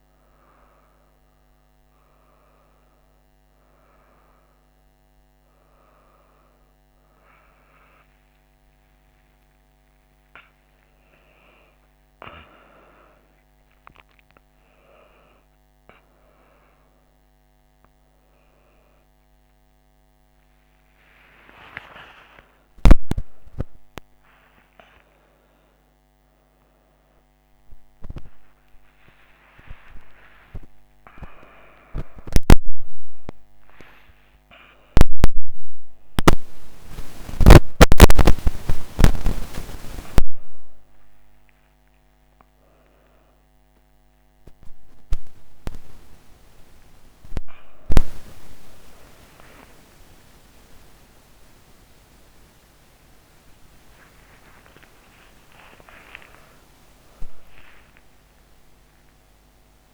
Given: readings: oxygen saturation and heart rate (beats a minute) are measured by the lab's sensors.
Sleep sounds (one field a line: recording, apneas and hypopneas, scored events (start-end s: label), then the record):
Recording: a person awake in a sleep study, by a microphone on the trachea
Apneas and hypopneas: none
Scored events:
4.00-59.94 s: new sleep stage, awake
From the record:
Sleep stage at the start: N1 (lightest sleep)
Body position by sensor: on the right side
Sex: female